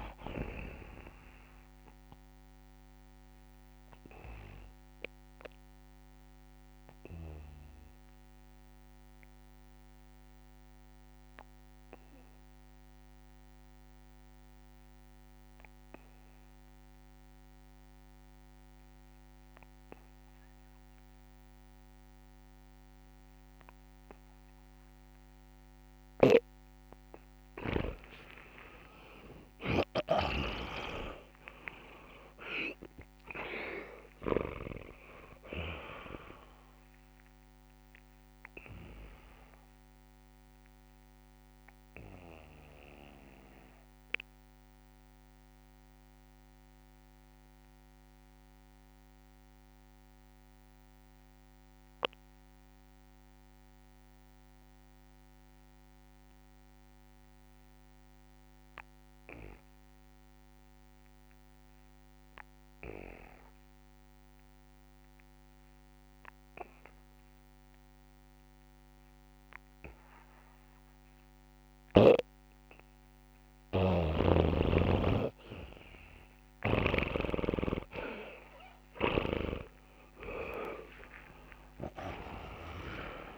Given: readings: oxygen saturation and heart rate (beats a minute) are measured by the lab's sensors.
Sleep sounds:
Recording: breathing in sleep by a microphone on the trachea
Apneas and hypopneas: 2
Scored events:
0.00-1.00 s: long interval between heartbeats (device-marked, heart rate 45 extreme)
0.00-19.50 s: oxygen desaturation (device-marked, oxygen 80% lowest, heart rate 35 extreme)
5.50-7.50 s: long interval between heartbeats (device-marked, heart rate 60 before, 62 extreme)
8.00-26.50 s: obstructive apnea (oxygen 95% before, 80% lowest, heart rate 59 before, 35 extreme, up 0 after)
26.00-34.50 s: snoring (device-marked)
28.00-30.00 s: long interval between heartbeats (device-marked, heart rate 69 before, 65 extreme)
28.50-33.00 s: arousal
28.50-56.50 s: oxygen desaturation (device-marked, oxygen 98% before, 81% lowest, heart rate 69 before, 35 extreme)
32.00-34.00 s: long interval between heartbeats (device-marked, heart rate 68 before, 50 extreme)
37.00-39.00 s: long interval between heartbeats (device-marked, heart rate 62 before, 46 extreme)
42.50-72.50 s: obstructive apnea (oxygen 98% before, 80% lowest, heart rate 53 before, 50 extreme, up 14 after)
64.50-83.38 s: oxygen desaturation (device-marked, oxygen 99% before, 80% lowest, heart rate 68 before, 50 extreme)
79.50-81.50 s: long interval between heartbeats (device-marked, heart rate 66 before, 77 extreme)
80.50-83.38 s: arousal
82.00-83.38 s: long interval between heartbeats (device-marked, heart rate 67 before, 87 extreme)
From the record:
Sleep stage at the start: N2 (light sleep)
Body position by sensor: on the back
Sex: male

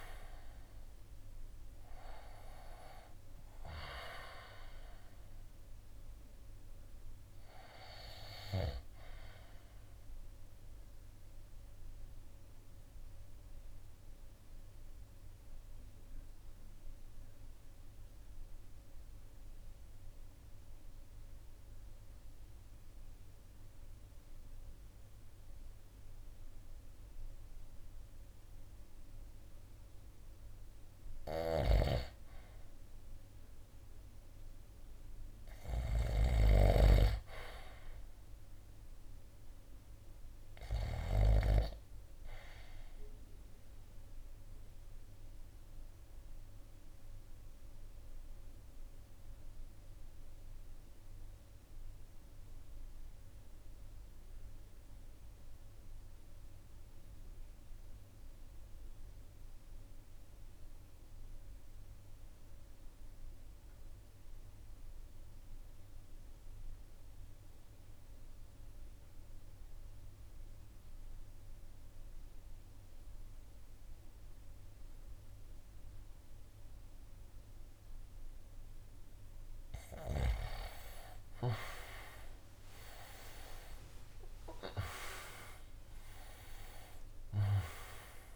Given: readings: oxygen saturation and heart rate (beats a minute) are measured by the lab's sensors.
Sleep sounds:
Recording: breathing in sleep by a room microphone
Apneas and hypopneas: 2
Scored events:
0.00-11.50 s: drop in pulse transit time (device-marked, heart rate 55 extreme)
10.00-29.50 s: obstructive apnea (oxygen 95% before, 86% lowest, heart rate 61 before, 53 extreme, up 2 after)
16.50-30.50 s: oxygen desaturation (device-marked, oxygen 93% before, 86% lowest, heart rate 61 before, 53 extreme)
31.00-41.00 s: snoring (device-marked)
32.00-36.00 s: arousal
37.50-66.50 s: oxygen desaturation (device-marked, oxygen 98% before, 86% lowest, heart rate 56 before, 51 extreme)
43.50-78.00 s: obstructive apnea (oxygen 98% before, 77% lowest, heart rate 56 before, 51 extreme, up 19 after)
64.50-71.50 s: drop in pulse transit time (device-marked, heart rate 55 before, 52 extreme)
70.50-88.35 s: new sleep stage, N1 (lightest sleep)
79.50-88.35 s: oxygen desaturation (device-marked, oxygen 93% before, 77% lowest, heart rate 53 before, 53 extreme)
81.00-85.50 s: arousal
85.50-88.35 s: drop in pulse transit time (device-marked, heart rate 55 before, 59 extreme)
From the record:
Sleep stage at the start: REM sleep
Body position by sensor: on the right side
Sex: male

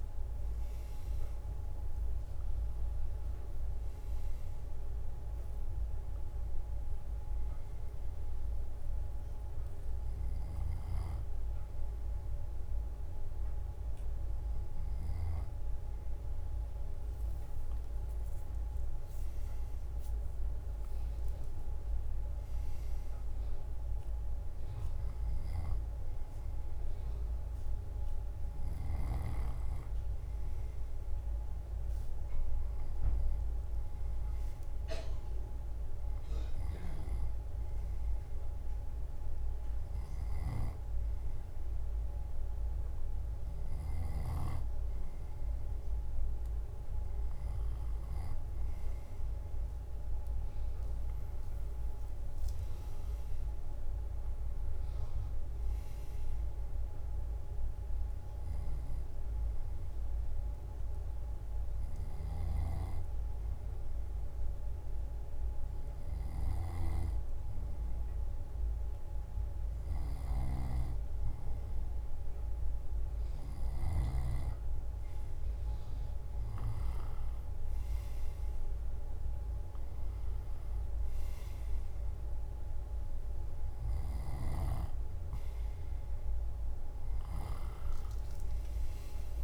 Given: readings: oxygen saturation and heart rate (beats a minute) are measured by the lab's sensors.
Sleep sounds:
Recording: breathing in sleep by a room microphone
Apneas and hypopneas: 1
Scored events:
45.50-61.50 s: drop in pulse transit time (device-marked, heart rate 61 before, 57 extreme)
50.00-55.50 s: arousal
59.50-72.00 s: hypopnea (oxygen 96% before, 93% lowest, heart rate 63 before, 56 extreme, up 7 after)
75.00-80.00 s: arousal
From the record:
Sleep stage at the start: N2 (light sleep)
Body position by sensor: on the left side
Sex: male

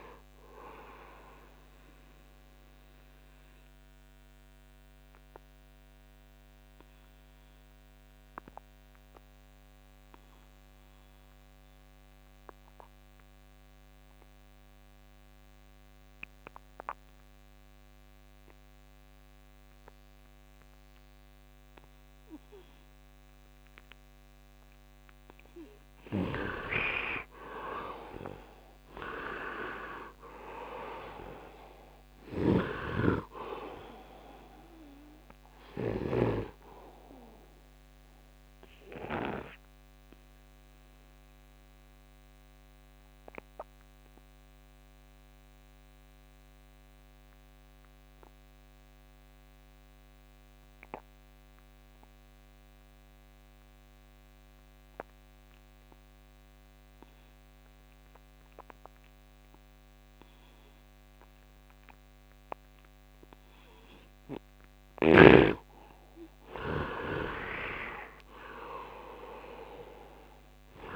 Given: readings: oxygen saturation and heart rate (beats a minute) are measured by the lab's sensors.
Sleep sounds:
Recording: breathing in sleep by a microphone on the trachea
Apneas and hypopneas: 2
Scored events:
0.00-7.00 s: oxygen desaturation (device-marked, oxygen 73% lowest, heart rate 71 extreme)
2.50-26.50 s: obstructive apnea (oxygen 94% before, 75% lowest, heart rate 83 before, 70 extreme, up 12 after)
25.00-51.00 s: oxygen desaturation (device-marked, oxygen 99% before, 80% lowest, heart rate 73 before, 70 extreme)
26.00-36.50 s: snoring (device-marked)
28.50-31.50 s: arousal
37.00-65.50 s: obstructive apnea (oxygen 100% before, 79% lowest, heart rate 78 before, 70 extreme, up 7 after)
59.00-70.96 s: oxygen desaturation (device-marked, oxygen 99% before, 79% lowest, heart rate 73 before, 71 extreme)
68.00-70.96 s: arousal
From the record:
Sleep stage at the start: N2 (light sleep)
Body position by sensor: on the right side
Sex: male

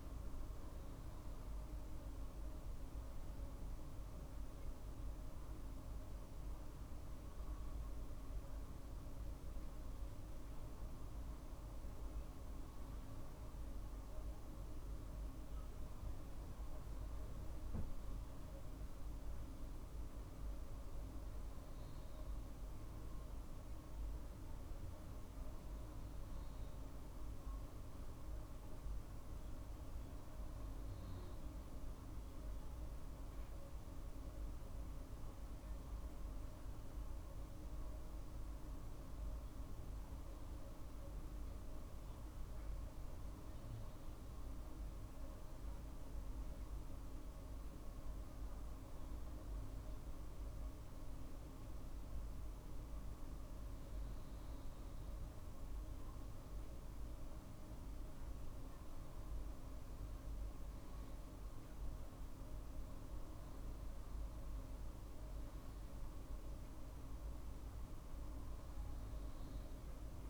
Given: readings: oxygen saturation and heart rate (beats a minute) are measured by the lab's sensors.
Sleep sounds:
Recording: breathing in sleep, hard to hear, by a room microphone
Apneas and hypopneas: none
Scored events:
none scored
From the record:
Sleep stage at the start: N2 (light sleep)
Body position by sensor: on the right side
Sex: male

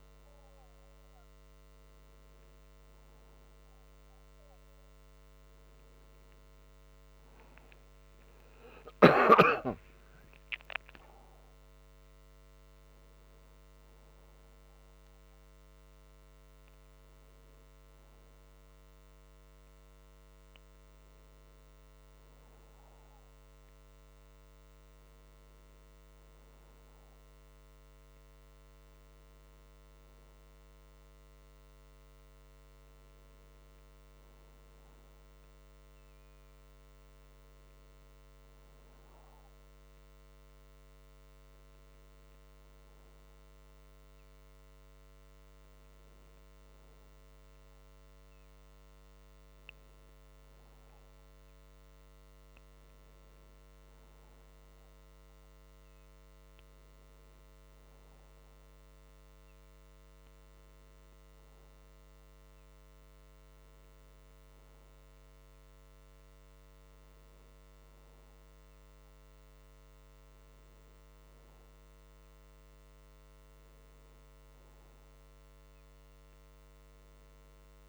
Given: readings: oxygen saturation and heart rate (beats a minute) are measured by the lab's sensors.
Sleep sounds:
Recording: breathing in sleep, hard to hear, by a microphone on the trachea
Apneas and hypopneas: none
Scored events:
8.50-13.00 s: arousal
From the record:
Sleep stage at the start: N1 (lightest sleep)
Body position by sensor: on the back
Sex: male

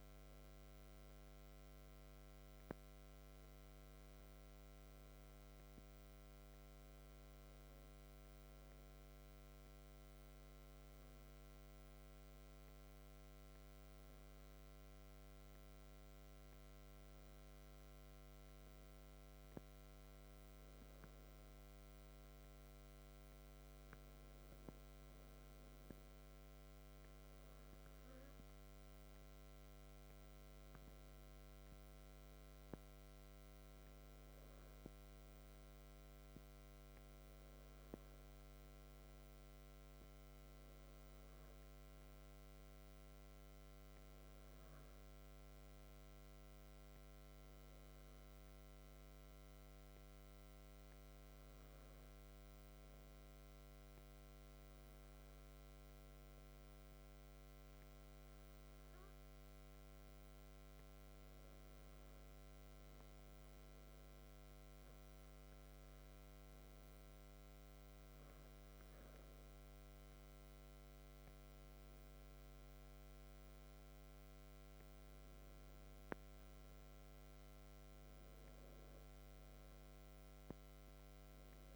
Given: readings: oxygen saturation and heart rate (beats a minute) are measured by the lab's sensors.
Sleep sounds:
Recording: breathing in sleep, hard to hear, by a microphone on the trachea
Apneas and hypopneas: 2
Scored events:
4.00-20.00 s: hypopnea (oxygen 96% before, 94% lowest, heart rate 61 before, 59 extreme, up 4 after)
23.00-26.00 s: arousal
50.00-67.50 s: hypopnea (oxygen 96% before, 94% lowest, heart rate 61 before, 59 extreme, up 5 after)
70.50-74.00 s: arousal
From the record:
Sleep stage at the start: N2 (light sleep)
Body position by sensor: on the back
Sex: male

